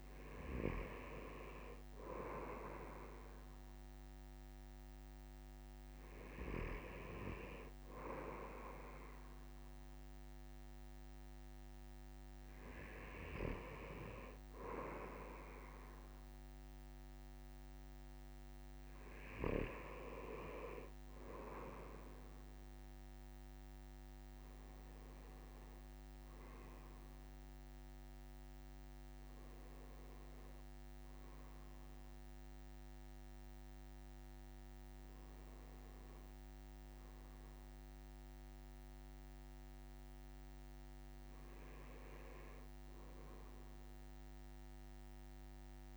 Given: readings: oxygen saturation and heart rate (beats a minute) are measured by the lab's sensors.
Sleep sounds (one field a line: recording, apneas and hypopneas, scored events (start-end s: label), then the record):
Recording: breathing in sleep by a microphone on the trachea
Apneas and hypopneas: none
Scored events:
none scored
From the record:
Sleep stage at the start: N2 (light sleep)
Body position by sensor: on the right side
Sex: male